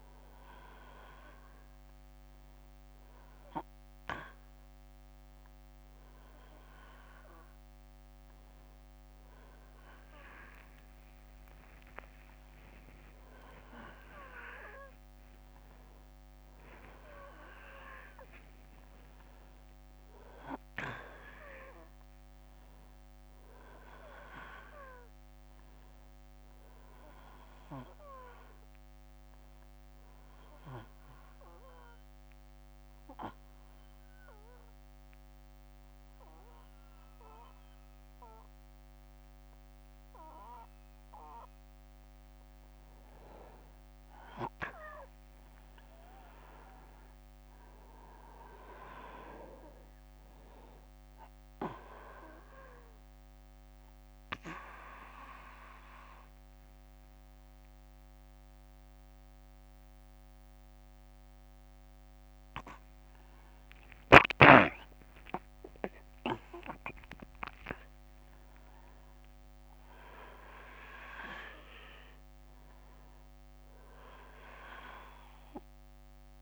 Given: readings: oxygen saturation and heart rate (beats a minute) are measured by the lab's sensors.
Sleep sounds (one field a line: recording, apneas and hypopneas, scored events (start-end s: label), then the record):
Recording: breathing in sleep by a microphone on the trachea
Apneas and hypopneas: 1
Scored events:
10.00-15.00 s: arousal
29.00-41.50 s: obstructive apnea (oxygen 97% before, 92% lowest, heart rate 67 before, 61 extreme, up 5 after)
43.00-47.00 s: arousal
47.00-76.00 s: oxygen desaturation (device-marked, oxygen 96% before, 92% lowest, heart rate 64 before, 61 extreme)
From the record:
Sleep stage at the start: N1 (lightest sleep)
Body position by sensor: on the back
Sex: male